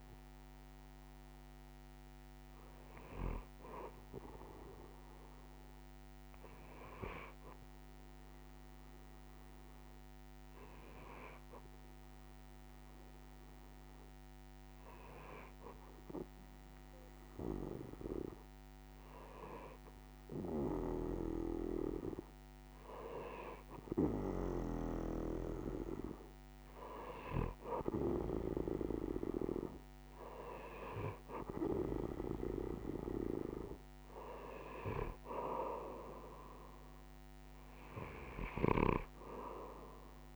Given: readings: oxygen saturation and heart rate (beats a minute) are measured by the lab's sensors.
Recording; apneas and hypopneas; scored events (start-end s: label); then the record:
breathing in sleep by a microphone on the trachea; 1
1.00-18.50 s: hypopnea (oxygen 96% before, 94% lowest)
19.50-24.00 s: arousal
From the record:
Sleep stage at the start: N2 (light sleep); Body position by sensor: on the right side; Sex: male